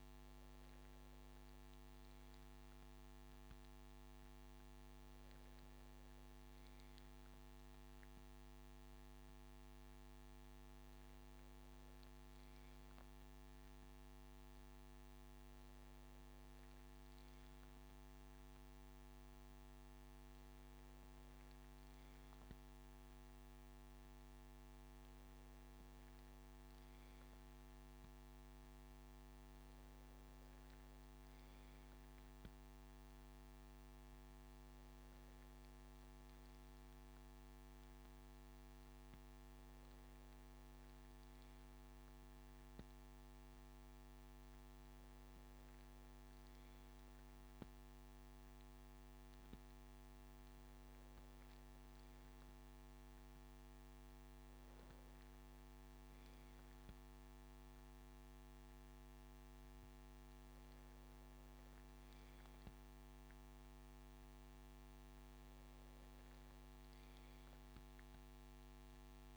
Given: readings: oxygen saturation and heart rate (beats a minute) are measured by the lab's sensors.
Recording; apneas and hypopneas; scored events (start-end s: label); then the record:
breathing in sleep, hard to hear, by a microphone on the trachea; none
none scored
From the record:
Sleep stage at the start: N2 (light sleep); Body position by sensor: on the left side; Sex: male